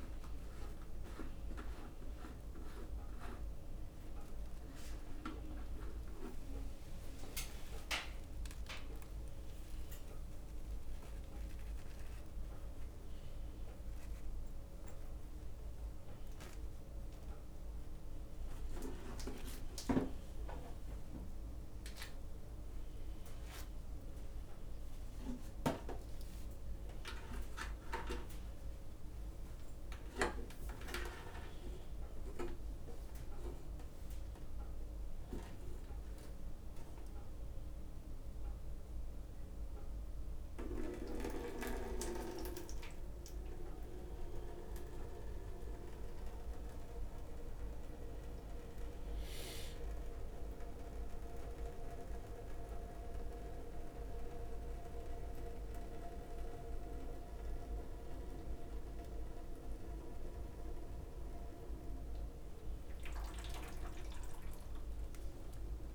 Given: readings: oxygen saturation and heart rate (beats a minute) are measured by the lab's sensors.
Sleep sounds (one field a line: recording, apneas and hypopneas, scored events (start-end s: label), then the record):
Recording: a person awake in a sleep study, by a room microphone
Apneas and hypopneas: none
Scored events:
0.00-1.00 s: long interval between heartbeats (device-marked, heart rate 132 extreme)
6.00-8.00 s: long interval between heartbeats (device-marked, heart rate 102 before, 84 extreme)
9.00-21.00 s: drop in pulse transit time (device-marked, heart rate 104 before, 69 extreme)
20.00-22.00 s: long interval between heartbeats (device-marked, heart rate 87 before, 97 extreme)
34.00-44.00 s: drop in pulse transit time (device-marked, heart rate 79 before, 69 extreme)
40.00-42.00 s: leg movement (device-marked)
43.00-45.00 s: leg movement (device-marked)
55.50-62.50 s: leg movement (device-marked)
From the record:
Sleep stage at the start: awake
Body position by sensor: upright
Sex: male